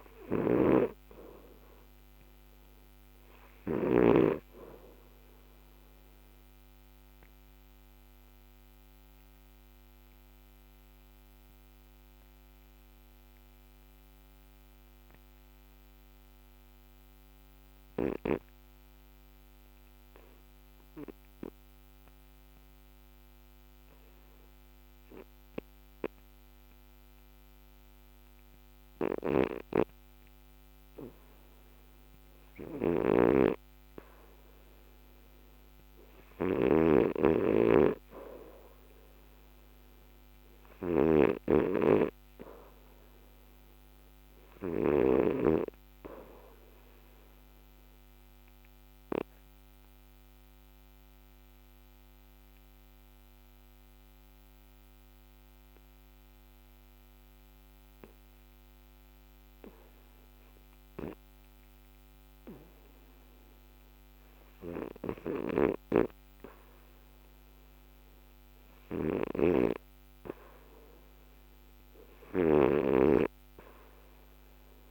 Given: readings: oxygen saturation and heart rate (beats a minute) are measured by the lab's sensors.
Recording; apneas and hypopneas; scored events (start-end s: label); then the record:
breathing in sleep by a microphone on the trachea; 2
0.00-4.00 s: snoring (device-marked)
4.50-32.00 s: mixed apnea (oxygen 94% before, 72% lowest, heart rate 72 before, 57 extreme, up 2 after)
29.50-72.50 s: oxygen desaturation (device-marked, oxygen 93% before, 76% lowest, heart rate 63 before, 54 extreme)
32.50-41.00 s: snoring (device-marked)
35.00-39.50 s: arousal
47.00-66.00 s: mixed apnea (oxygen 93% before, 72% lowest, heart rate 59 before, 54 extreme, up 2 after)
From the record:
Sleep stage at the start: REM sleep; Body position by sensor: on the left side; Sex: male